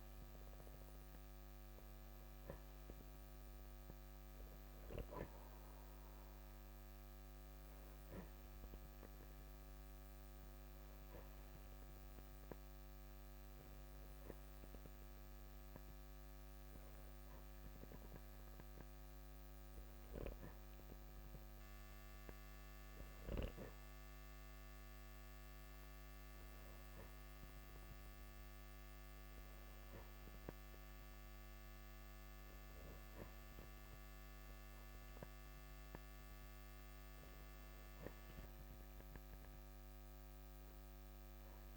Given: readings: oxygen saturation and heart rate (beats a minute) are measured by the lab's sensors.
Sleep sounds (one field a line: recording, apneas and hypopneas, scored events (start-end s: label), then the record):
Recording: breathing in sleep, hard to hear, by a microphone on the trachea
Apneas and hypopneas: none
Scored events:
none scored
From the record:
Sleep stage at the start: N3 (deep sleep)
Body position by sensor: on the back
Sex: male